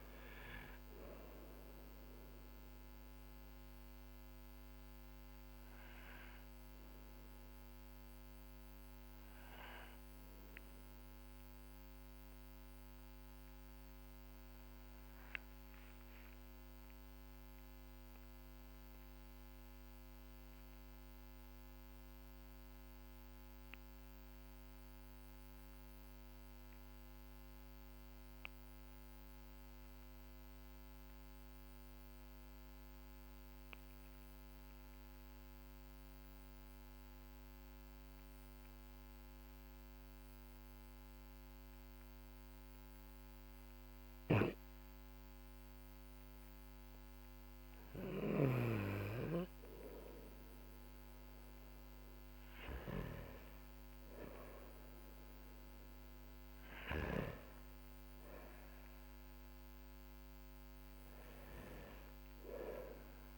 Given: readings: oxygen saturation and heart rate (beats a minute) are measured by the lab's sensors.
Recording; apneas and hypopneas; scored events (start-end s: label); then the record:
breathing in sleep by a microphone on the trachea; 1
0.00-22.50 s: oxygen desaturation (device-marked, oxygen 90% lowest, heart rate 46 extreme)
6.50-48.00 s: obstructive apnea (oxygen 96% before, 90% lowest, heart rate 52 before, 46 extreme, up 12 after)
50.00-54.00 s: arousal
54.50-63.38 s: oxygen desaturation (device-marked, oxygen 97% before, 91% lowest, heart rate 55 before, 44 extreme)
From the record:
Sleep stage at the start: N2 (light sleep); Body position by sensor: on the back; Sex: male